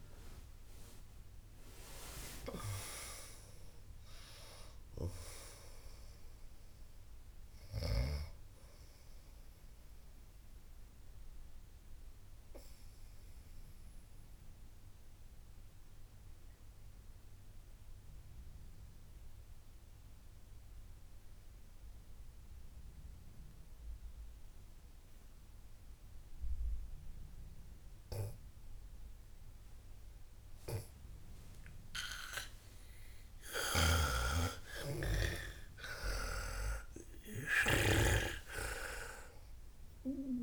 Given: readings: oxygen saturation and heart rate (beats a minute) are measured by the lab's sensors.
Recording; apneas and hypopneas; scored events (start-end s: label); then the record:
breathing in sleep by a room microphone; 1
0.00-18.00 s: oxygen desaturation (device-marked, oxygen 92% lowest, heart rate 52 extreme)
12.00-33.50 s: obstructive apnea (oxygen 98% before, 90% lowest, heart rate 92 before, 52 extreme)
31.00-40.42 s: snoring (device-marked)
34.00-40.42 s: oxygen desaturation (device-marked, oxygen 98% before, 90% lowest, heart rate 54 before, 56 extreme)
35.50-39.50 s: arousal
From the record:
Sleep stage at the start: N2 (light sleep); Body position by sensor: on the back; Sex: female